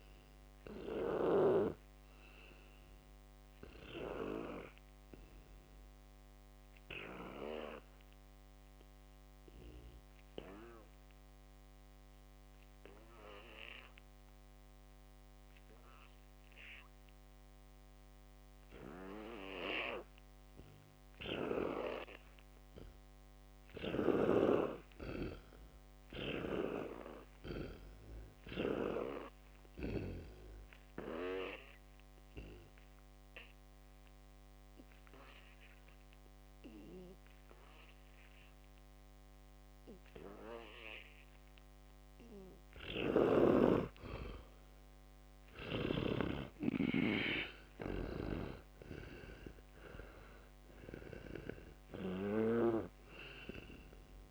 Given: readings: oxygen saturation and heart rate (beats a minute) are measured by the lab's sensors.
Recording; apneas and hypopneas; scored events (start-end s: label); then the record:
breathing in sleep by a microphone on the trachea; 2
0.00-2.00 s: snoring (device-marked)
0.00-13.50 s: oxygen desaturation (device-marked, oxygen 84% lowest, heart rate 59 extreme)
4.50-19.50 s: obstructive apnea (oxygen 95% before, 82% lowest, heart rate 71 before, 59 extreme, up 2 after)
22.00-25.00 s: arousal
32.00-43.50 s: obstructive apnea (oxygen 99% before, 82% lowest, heart rate 63 before, 59 extreme, up 34 after)
34.50-54.31 s: oxygen desaturation (device-marked, oxygen 99% before, 82% lowest, heart rate 65 before, 59 extreme)
43.00-52.50 s: snoring (device-marked)
44.50-48.50 s: arousal
From the record:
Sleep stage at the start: N2 (light sleep); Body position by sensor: on the back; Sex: male